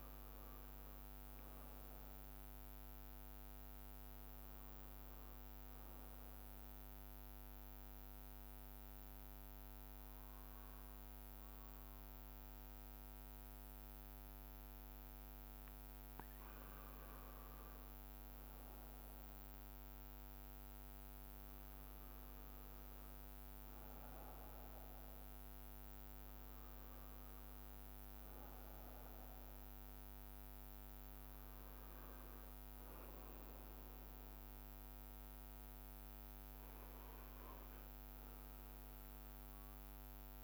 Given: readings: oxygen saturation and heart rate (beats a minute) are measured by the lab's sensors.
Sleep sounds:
breathing in sleep, hard to hear, by a microphone on the trachea; 1
0.00-4.00 s: drop in pulse transit time (device-marked, heart rate 69 extreme)
2.00-8.00 s: bradycardia (device-marked, heart rate 61 before, 53 extreme)
3.50-5.50 s: long interval between heartbeats (device-marked, heart rate 72 before, 69 extreme)
7.00-19.50 s: mixed apnea (oxygen 93% before, 90% lowest, heart rate 74 before, 44 extreme, up 3 after)
9.00-19.00 s: bradycardia (device-marked, heart rate 61 before, 50 extreme)
22.00-40.44 s: bradycardia (device-marked, heart rate 61 before, 44 extreme)
22.50-26.50 s: arousal
23.00-25.00 s: long interval between heartbeats (device-marked, heart rate 57 before, 60 extreme)
25.00-36.00 s: drop in pulse transit time (device-marked, heart rate 56 before, 44 extreme)
27.00-29.00 s: long interval between heartbeats (device-marked, heart rate 56 before, 52 extreme)
28.00-40.44 s: oxygen desaturation (device-marked, oxygen 93% before, 90% lowest, heart rate 56 before, 38 extreme)
From the record:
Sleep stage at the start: N2 (light sleep); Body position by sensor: on the right side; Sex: male

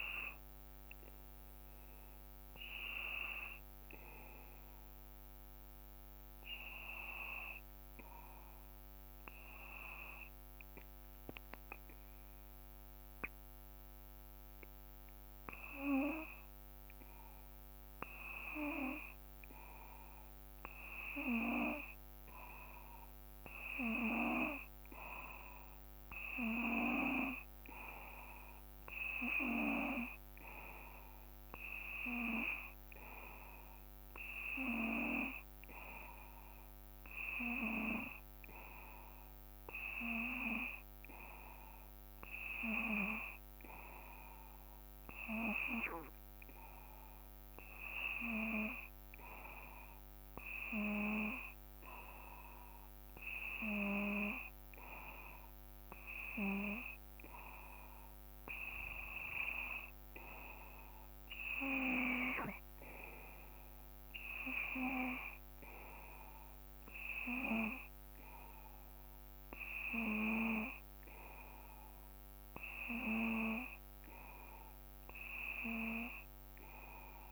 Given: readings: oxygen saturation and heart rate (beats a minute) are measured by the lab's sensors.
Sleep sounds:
breathing in sleep by a microphone on the trachea; 1
0.00-2.50 s: arousal
6.00-16.50 s: obstructive apnea (oxygen 94% before, 91% lowest, heart rate 57 before, 57 extreme, up 2 after)
18.50-22.50 s: arousal
22.00-40.00 s: oxygen desaturation (device-marked, oxygen 94% before, 91% lowest, heart rate 57 before, 56 extreme)
From the record:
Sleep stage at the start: N2 (light sleep); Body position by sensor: on the back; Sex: male

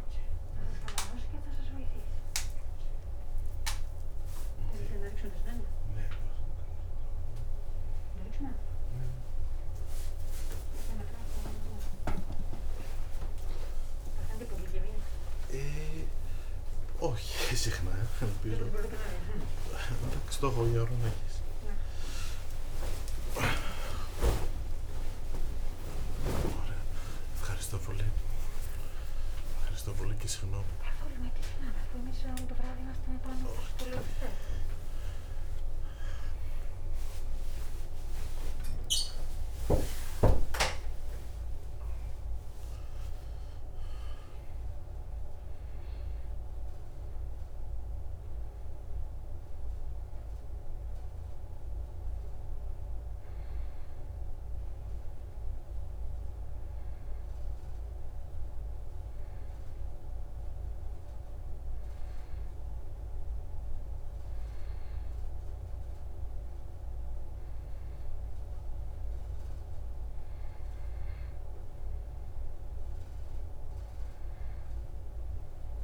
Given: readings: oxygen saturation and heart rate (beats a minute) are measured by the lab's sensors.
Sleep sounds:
a person awake in a sleep study, by a room microphone; none
59.50-75.84 s: new sleep stage, N1 (lightest sleep)
From the record:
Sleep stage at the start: awake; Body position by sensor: on the back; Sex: male

